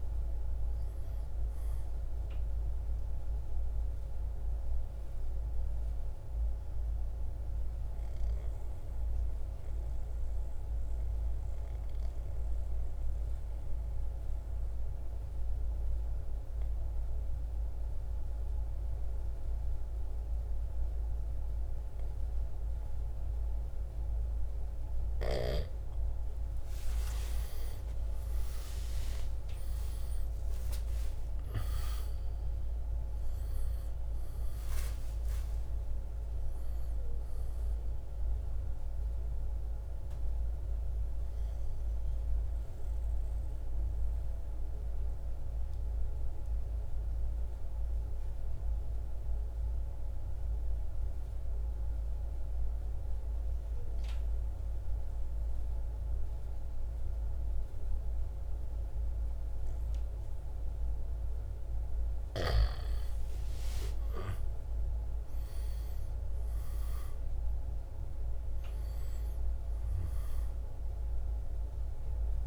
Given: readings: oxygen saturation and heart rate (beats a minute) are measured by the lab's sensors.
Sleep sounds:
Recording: breathing in sleep, hard to hear, by a room microphone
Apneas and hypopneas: 2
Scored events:
0.00-11.00 s: drop in pulse transit time (device-marked, heart rate 53 extreme)
1.50-23.50 s: obstructive apnea (oxygen 97% before, 87% lowest, heart rate 60 before, 53 extreme, up 16 after)
6.00-25.00 s: oxygen desaturation (device-marked, oxygen 97% before, 89% lowest, heart rate 61 before, 53 extreme)
28.00-34.00 s: arousal
34.00-43.00 s: drop in pulse transit time (device-marked, heart rate 59 before, 57 extreme)
39.00-61.00 s: obstructive apnea (oxygen 98% before, 87% lowest, heart rate 67 before, 52 extreme, up 4 after)
42.00-55.00 s: oxygen desaturation (device-marked, oxygen 96% before, 87% lowest, heart rate 69 before, 53 extreme)
62.50-67.50 s: arousal
68.00-72.47 s: drop in pulse transit time (device-marked, heart rate 56 before, 57 extreme)
69.00-72.47 s: oxygen desaturation (device-marked, oxygen 98% before, 88% lowest, heart rate 56 before, 52 extreme)
From the record:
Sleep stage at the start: N2 (light sleep)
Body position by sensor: on the right side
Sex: male

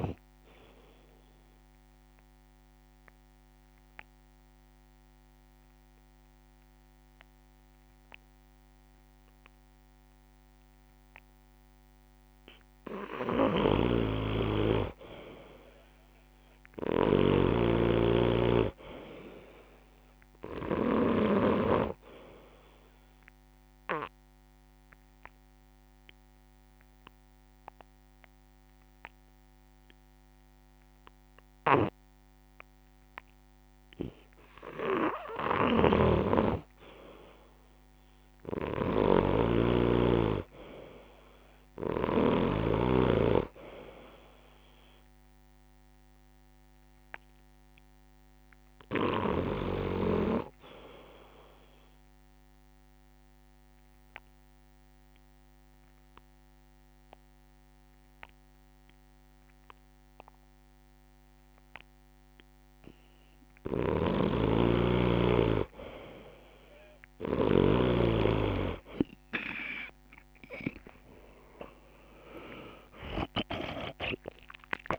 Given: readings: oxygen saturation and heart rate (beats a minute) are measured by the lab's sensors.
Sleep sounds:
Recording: breathing in sleep by a microphone on the trachea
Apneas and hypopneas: 3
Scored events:
0.00-10.50 s: oxygen desaturation (device-marked, oxygen 90% lowest)
2.50-13.00 s: obstructive apnea (oxygen 97% before, 88% lowest)
13.50-21.50 s: snoring (device-marked)
15.00-18.00 s: arousal
19.50-38.50 s: oxygen desaturation (device-marked, oxygen 96% before, 88% lowest)
24.00-34.00 s: obstructive apnea (oxygen 96% before, 87% lowest)
35.50-42.50 s: snoring (device-marked)
39.50-43.00 s: arousal
45.50-58.50 s: oxygen desaturation (device-marked, oxygen 96% before, 90% lowest)
52.50-63.50 s: obstructive apnea (oxygen 96% before, 87% lowest)
63.50-68.00 s: snoring (device-marked)
68.50-70.50 s: long interval between heartbeats (device-marked)
69.50-74.00 s: arousal
70.50-72.50 s: long interval between heartbeats (device-marked)
71.50-74.99 s: oxygen desaturation (device-marked, oxygen 95% before, 87% lowest)
From the record:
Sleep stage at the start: N2 (light sleep)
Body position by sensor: on the back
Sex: male

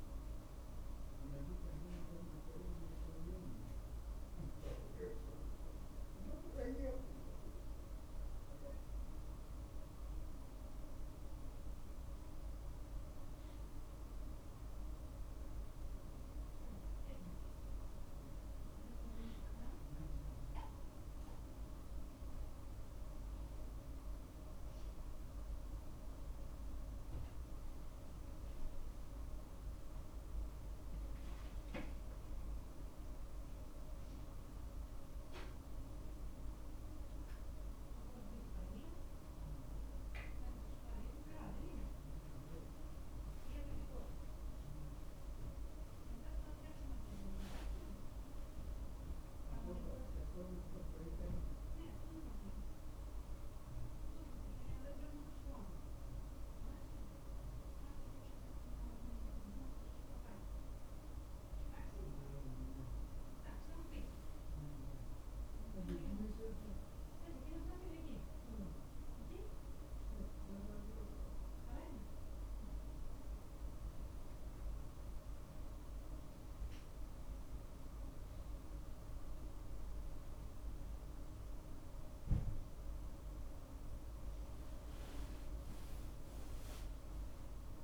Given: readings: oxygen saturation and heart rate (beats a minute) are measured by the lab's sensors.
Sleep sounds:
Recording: a person awake in a sleep study, by a room microphone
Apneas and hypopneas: none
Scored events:
none scored
From the record:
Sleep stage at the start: awake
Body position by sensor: on the right side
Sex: male

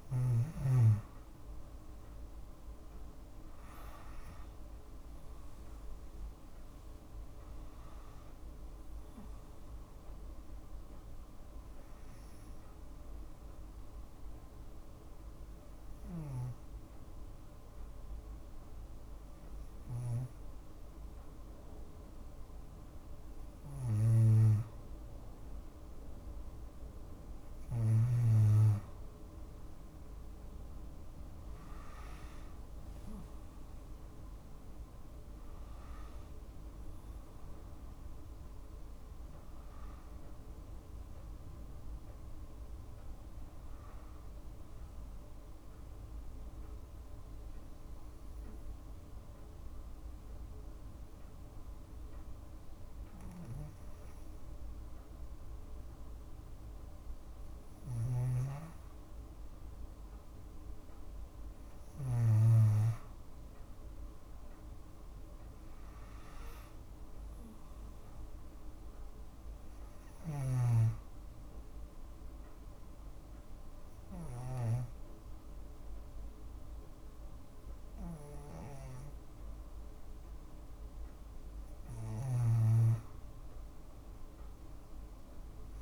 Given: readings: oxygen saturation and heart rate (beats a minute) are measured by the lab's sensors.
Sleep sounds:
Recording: breathing in sleep by a room microphone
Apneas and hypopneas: 3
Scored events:
1.00-5.50 s: arousal
6.50-23.50 s: oxygen desaturation (device-marked, oxygen 95% before, 92% lowest, heart rate 61 before, 57 extreme)
12.50-22.50 s: obstructive apnea (oxygen 95% before, 92% lowest, heart rate 61 before, 57 extreme, up 4 after)
23.00-27.50 s: snoring (device-marked)
29.50-33.50 s: arousal
33.50-54.50 s: oxygen desaturation (device-marked, oxygen 96% before, 92% lowest, heart rate 59 before, 58 extreme)
45.50-56.00 s: obstructive apnea (oxygen 96% before, 91% lowest, heart rate 61 before, 57 extreme, up 1 after)
57.00-62.00 s: snoring (device-marked)
59.00-63.50 s: arousal
66.50-82.50 s: oxygen desaturation (device-marked, oxygen 97% before, 92% lowest, heart rate 58 before, 57 extreme)
70.50-81.50 s: obstructive apnea (oxygen 97% before, 91% lowest, heart rate 59 before, 57 extreme, up 3 after)
81.50-85.82 s: snoring (device-marked)
From the record:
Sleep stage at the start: N2 (light sleep)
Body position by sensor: on the left side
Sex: female

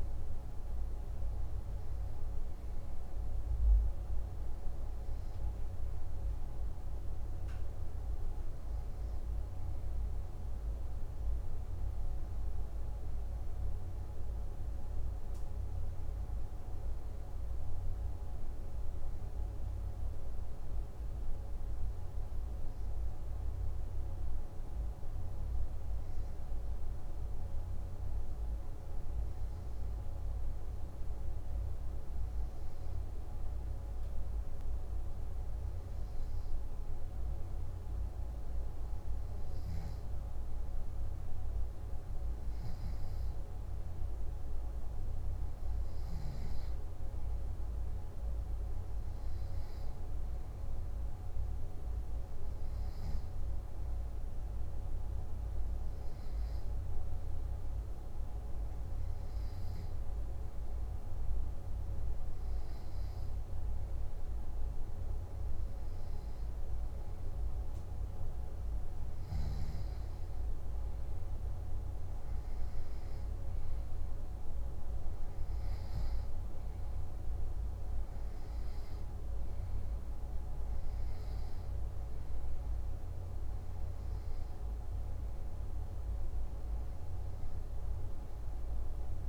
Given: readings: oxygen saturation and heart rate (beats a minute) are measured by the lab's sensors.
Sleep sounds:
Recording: breathing in sleep, hard to hear, by a room microphone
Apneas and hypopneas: 2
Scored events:
0.00-15.50 s: oxygen desaturation (device-marked, oxygen 92% lowest, heart rate 58 extreme)
21.00-37.00 s: hypopnea (oxygen 96% before, 94% lowest, heart rate 63 before, 61 extreme, up 1 after)
41.00-44.50 s: arousal
55.00-70.50 s: hypopnea (oxygen 96% before, 94% lowest, heart rate 63 before, 57 extreme, up 3 after)
73.00-77.00 s: arousal
From the record:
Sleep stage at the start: N2 (light sleep)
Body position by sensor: on the back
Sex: male

